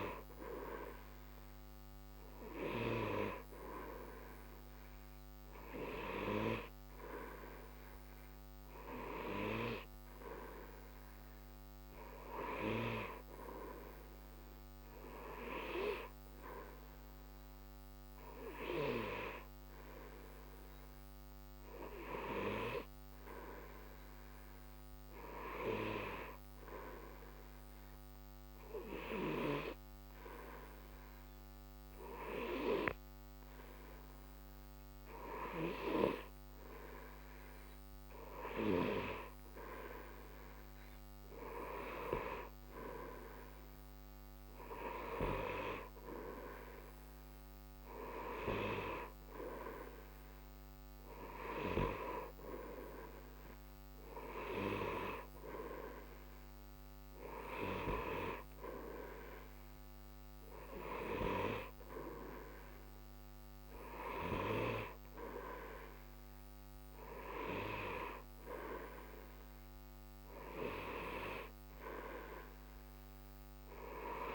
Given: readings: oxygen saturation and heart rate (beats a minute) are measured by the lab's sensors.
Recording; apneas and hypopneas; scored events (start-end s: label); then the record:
breathing in sleep by a microphone on the trachea; 1
11.00-15.00 s: arousal
17.50-37.00 s: hypopnea (oxygen 94% before, 93% lowest, heart rate 60 before, 60 extreme, up 2 after)
38.50-43.00 s: arousal
From the record:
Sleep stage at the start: N2 (light sleep); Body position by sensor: on the right side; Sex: male